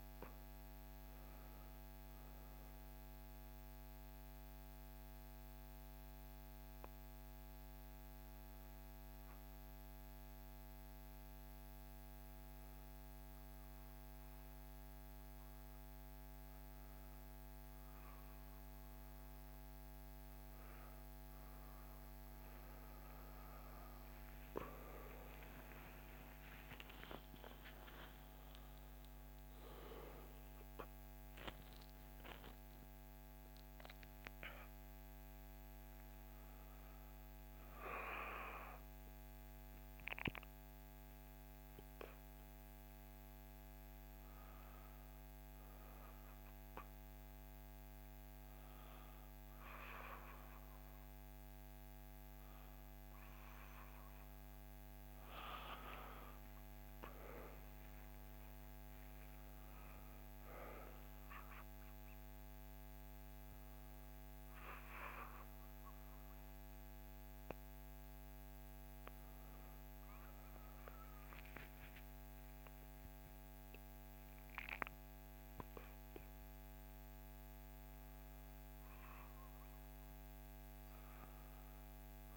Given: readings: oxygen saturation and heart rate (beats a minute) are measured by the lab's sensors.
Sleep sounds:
breathing in sleep by a microphone on the trachea; 3
4.00-19.50 s: hypopnea (oxygen 97% before, 93% lowest, heart rate 67 before, 63 extreme, up 6 after)
23.00-26.50 s: arousal
24.00-43.00 s: oxygen desaturation (device-marked, oxygen 97% before, 93% lowest, heart rate 67 before, 66 extreme)
37.50-53.50 s: hypopnea (oxygen 97% before, 93% lowest, heart rate 69 before, 64 extreme, up 3 after)
55.50-58.50 s: arousal
63.00-77.00 s: hypopnea (oxygen 98% before, 93% lowest, heart rate 67 before, 62 extreme, up 5 after)
From the record:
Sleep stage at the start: N1 (lightest sleep); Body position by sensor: on the back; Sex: female

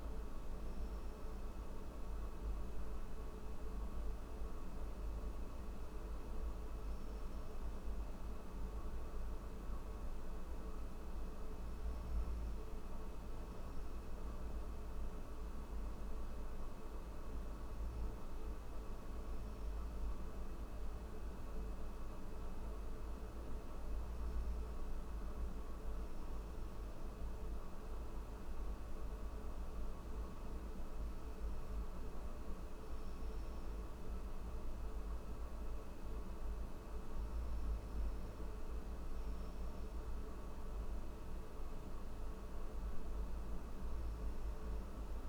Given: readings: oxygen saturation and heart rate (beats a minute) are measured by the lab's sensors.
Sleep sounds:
breathing in sleep, hard to hear, by a room microphone; none
none scored
From the record:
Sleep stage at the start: N3 (deep sleep); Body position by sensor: on the back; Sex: male

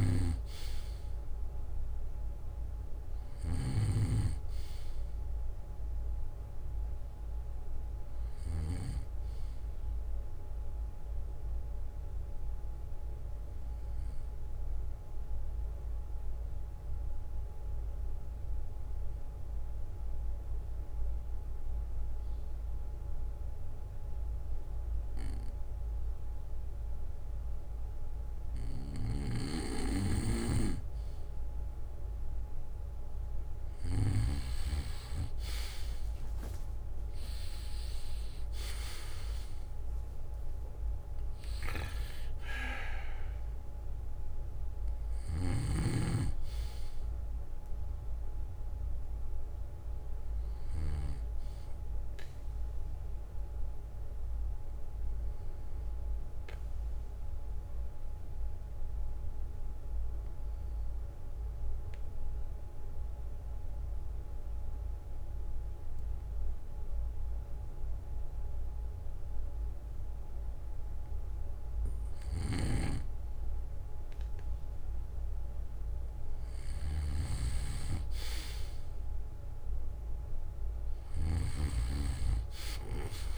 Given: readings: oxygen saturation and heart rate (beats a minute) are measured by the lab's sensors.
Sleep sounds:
breathing in sleep by a room microphone; 2
0.00-4.00 s: snoring (device-marked)
7.50-9.50 s: bradycardia (device-marked, heart rate 63 before, 61 extreme)
13.00-29.00 s: obstructive apnea (oxygen 97% before, 94% lowest, heart rate 66 before, 55 extreme, up 11 after)
17.50-19.50 s: bradycardia (device-marked, heart rate 63 before, 60 extreme)
36.00-41.00 s: arousal
52.50-60.50 s: bradycardia (device-marked, heart rate 63 before, 54 extreme)
56.50-71.50 s: obstructive apnea (oxygen 98% before, 94% lowest, heart rate 66 before, 58 extreme, up 9 after)
From the record:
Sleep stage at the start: N2 (light sleep); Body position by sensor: on the back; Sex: male

